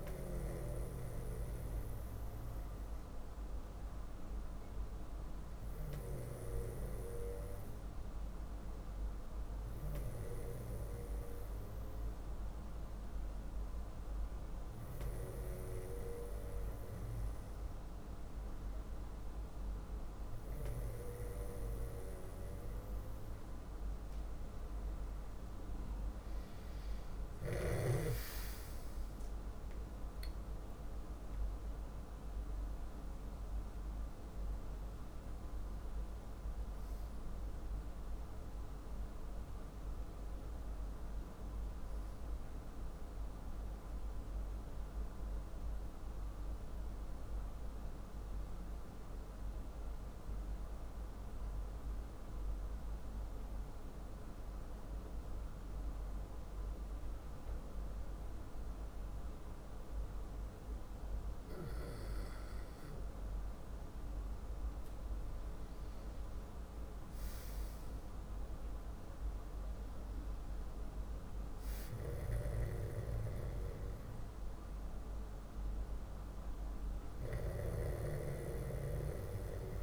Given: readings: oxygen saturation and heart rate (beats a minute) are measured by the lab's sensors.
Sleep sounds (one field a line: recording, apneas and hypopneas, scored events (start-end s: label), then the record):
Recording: breathing in sleep by a room microphone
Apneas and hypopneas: 1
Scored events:
32.00-36.00 s: arousal
43.50-64.00 s: obstructive apnea (oxygen 97% before, 94% lowest, heart rate 51 before, 45 extreme, up 8 after)
66.00-70.00 s: arousal
68.50-79.83 s: oxygen desaturation (device-marked, oxygen 98% before, 94% lowest, heart rate 46 before, 46 extreme)
From the record:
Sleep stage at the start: N2 (light sleep)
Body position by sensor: on the back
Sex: male